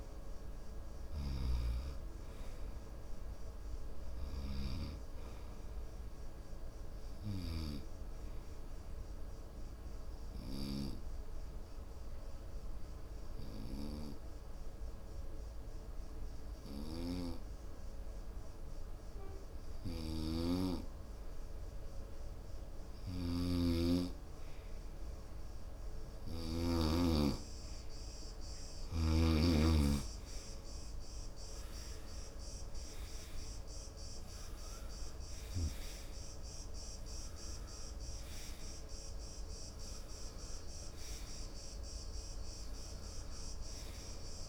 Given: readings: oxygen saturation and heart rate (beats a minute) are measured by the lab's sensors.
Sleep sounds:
breathing in sleep by a room microphone; 1
0.00-15.00 s: oxygen desaturation (device-marked, oxygen 90% lowest)
7.50-24.50 s: obstructive apnea (oxygen 97% before, 90% lowest)
23.50-27.50 s: snoring (device-marked)
28.50-33.00 s: arousal
35.00-44.49 s: oxygen desaturation (device-marked, oxygen 96% before, 90% lowest)
From the record:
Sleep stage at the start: N2 (light sleep); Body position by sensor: on the right side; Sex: male

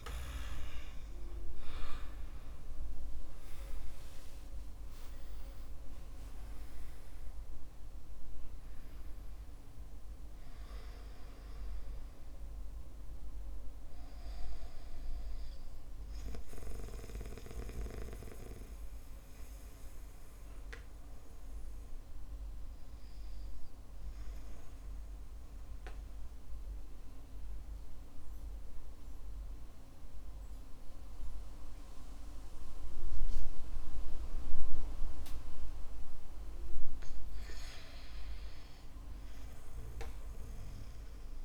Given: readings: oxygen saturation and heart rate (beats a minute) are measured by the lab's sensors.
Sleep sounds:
breathing in sleep by a room microphone; 1
2.00-6.00 s: arousal
25.00-35.00 s: oxygen desaturation (device-marked, oxygen 93% before, 90% lowest, heart rate 71 before, 50 extreme)
27.00-37.00 s: mixed apnea (oxygen 95% before, 90% lowest, heart rate 70 before, 49 extreme, up 4 after)
40.00-41.45 s: arousal
From the record:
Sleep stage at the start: REM sleep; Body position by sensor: on the back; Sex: male

